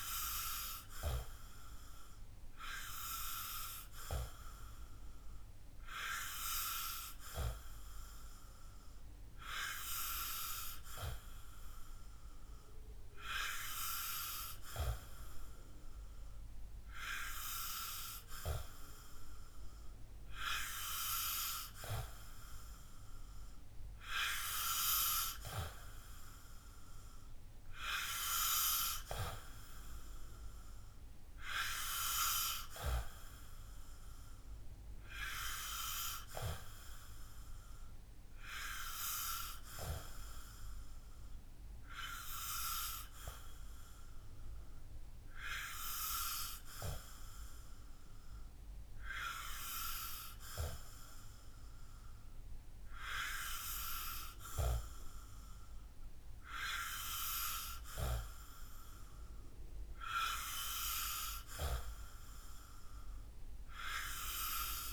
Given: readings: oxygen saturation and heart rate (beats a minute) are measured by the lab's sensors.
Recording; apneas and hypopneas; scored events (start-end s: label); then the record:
breathing in sleep by a room microphone; none
none scored
From the record:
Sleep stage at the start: N2 (light sleep); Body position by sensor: on the back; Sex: male